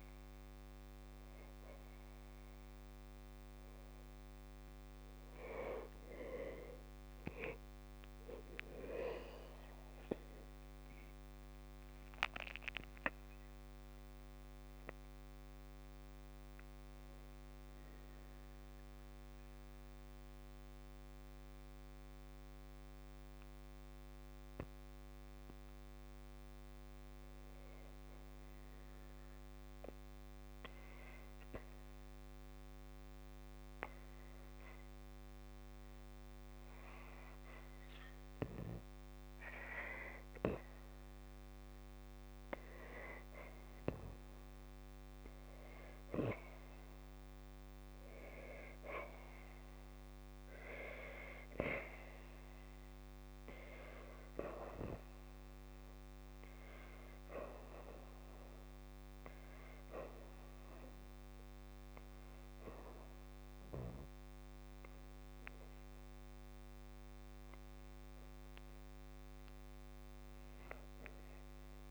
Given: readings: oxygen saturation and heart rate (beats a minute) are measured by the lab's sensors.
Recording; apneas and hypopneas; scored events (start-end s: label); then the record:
breathing in sleep by a microphone on the trachea; 1
5.00-33.00 s: oxygen desaturation (device-marked, oxygen 96% before, 93% lowest, heart rate 60 before, 57 extreme)
5.50-7.50 s: long interval between heartbeats (device-marked, heart rate 60 before, 69 extreme)
7.50-9.50 s: long interval between heartbeats (device-marked, heart rate 61 before, 88 extreme)
9.00-11.50 s: arousal
13.00-39.00 s: hypopnea (oxygen 98% before, 93% lowest, heart rate 72 before, 57 extreme, up 1 after)
41.00-44.50 s: arousal
51.00-71.91 s: oxygen desaturation (device-marked, oxygen 98% before, 94% lowest, heart rate 59 before, 60 extreme)
From the record:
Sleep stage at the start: N2 (light sleep); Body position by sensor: on the back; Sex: female